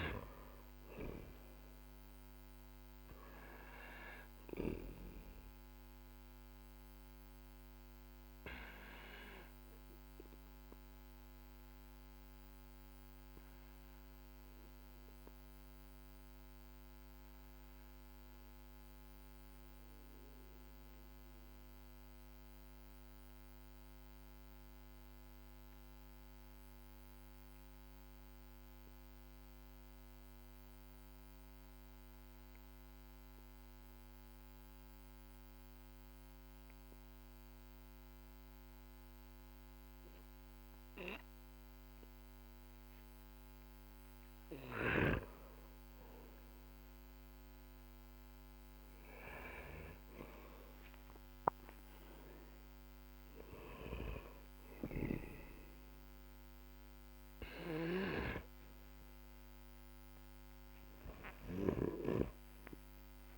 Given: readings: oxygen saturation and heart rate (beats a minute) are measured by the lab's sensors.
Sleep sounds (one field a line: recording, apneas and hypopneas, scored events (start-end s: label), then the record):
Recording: breathing in sleep by a microphone on the trachea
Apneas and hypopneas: 1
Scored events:
0.00-10.50 s: oxygen desaturation (device-marked, oxygen 94% lowest, heart rate 46 extreme)
15.00-43.50 s: mixed apnea (oxygen 97% before, 93% lowest, heart rate 50 before, 49 extreme, up 11 after)
42.50-60.50 s: oxygen desaturation (device-marked, oxygen 99% before, 95% lowest, heart rate 52 before, 46 extreme)
45.00-49.50 s: arousal
From the record:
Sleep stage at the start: N2 (light sleep)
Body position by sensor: on the back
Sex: male